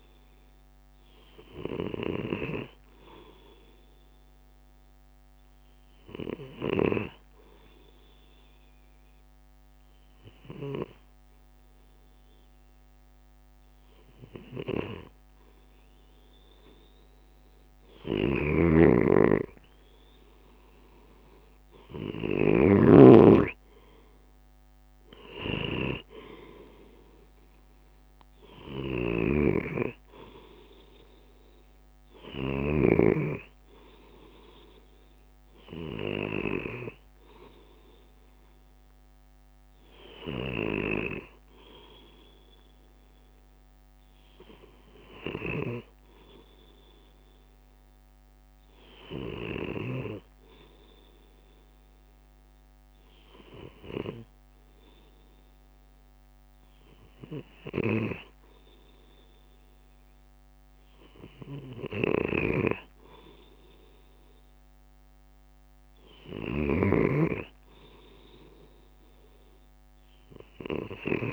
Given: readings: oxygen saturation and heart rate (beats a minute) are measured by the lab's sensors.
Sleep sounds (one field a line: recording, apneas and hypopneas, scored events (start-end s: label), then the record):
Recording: breathing in sleep by a microphone on the trachea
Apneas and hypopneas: 2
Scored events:
0.00-3.00 s: arousal
6.50-17.50 s: obstructive apnea (oxygen 95% before, 93% lowest, heart rate 57 before, 55 extreme, up 9 after)
18.00-23.00 s: snoring (device-marked)
21.00-24.00 s: arousal
22.00-35.00 s: drop in pulse transit time (device-marked, heart rate 56 before, 55 extreme)
37.00-40.50 s: arousal
44.00-60.00 s: hypopnea (oxygen 96% before, 93% lowest, heart rate 58 before, 54 extreme, up 4 after)
62.50-65.50 s: arousal
68.00-71.33 s: drop in pulse transit time (device-marked, heart rate 57 before, 57 extreme)
From the record:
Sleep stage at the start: N2 (light sleep)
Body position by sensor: on the left side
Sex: male